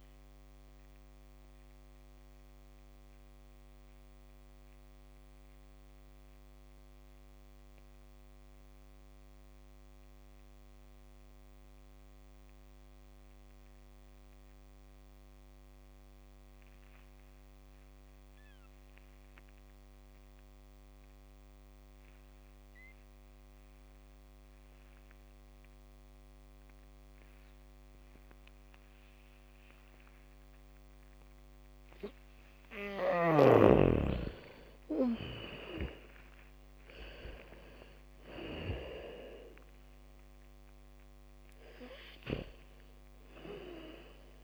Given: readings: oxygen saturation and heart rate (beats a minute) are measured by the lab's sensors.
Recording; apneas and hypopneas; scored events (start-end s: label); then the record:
breathing in sleep by a microphone on the trachea; 1
0.00-12.50 s: oxygen desaturation (device-marked, oxygen 76% lowest, heart rate 46 extreme)
1.50-32.00 s: mixed apnea (oxygen 95% before, 75% lowest, heart rate 61 before, 46 extreme, up 0 after)
25.50-38.50 s: bradycardia (device-marked, heart rate 70 before, 46 extreme)
25.50-44.44 s: oxygen desaturation (device-marked, oxygen 100% before, 75% lowest, heart rate 73 before, 46 extreme)
34.50-39.50 s: arousal
From the record:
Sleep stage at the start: N2 (light sleep); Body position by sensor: on the back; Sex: female